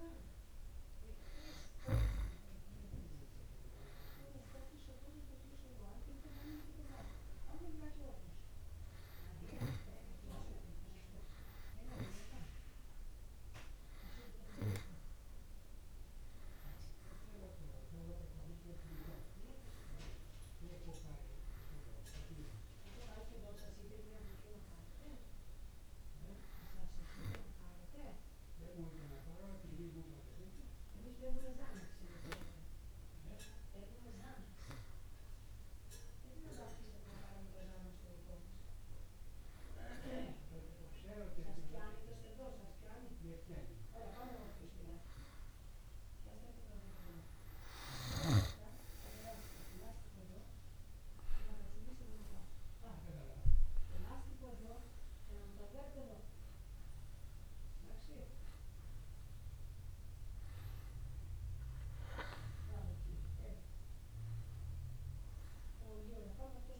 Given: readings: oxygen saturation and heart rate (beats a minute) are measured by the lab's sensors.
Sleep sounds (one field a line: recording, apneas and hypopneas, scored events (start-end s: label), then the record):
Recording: breathing in sleep by a room microphone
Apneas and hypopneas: 1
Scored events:
22.50-26.50 s: arousal
31.50-45.00 s: hypopnea (oxygen 94% before, 91% lowest, heart rate 55 before, 53 extreme, up 4 after)
47.50-51.50 s: arousal
From the record:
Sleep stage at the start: N2 (light sleep)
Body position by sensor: on the back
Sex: male